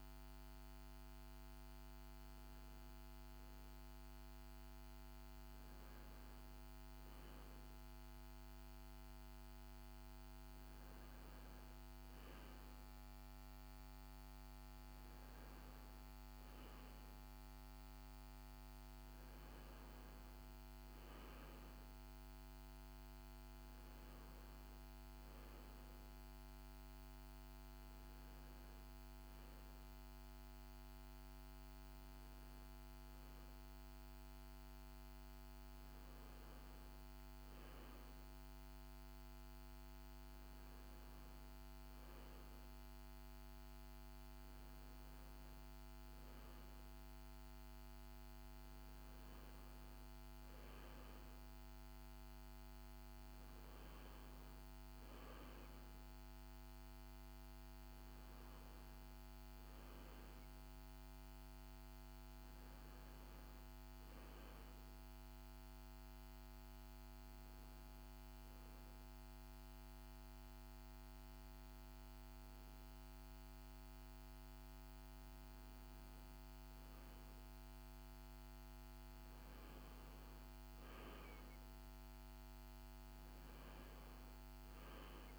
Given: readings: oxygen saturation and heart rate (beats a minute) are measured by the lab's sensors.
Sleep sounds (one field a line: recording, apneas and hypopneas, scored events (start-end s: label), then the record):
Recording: a person awake in a sleep study, hard to hear, by a microphone on the trachea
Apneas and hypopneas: none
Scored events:
none scored
From the record:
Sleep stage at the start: awake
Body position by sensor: on the right side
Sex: female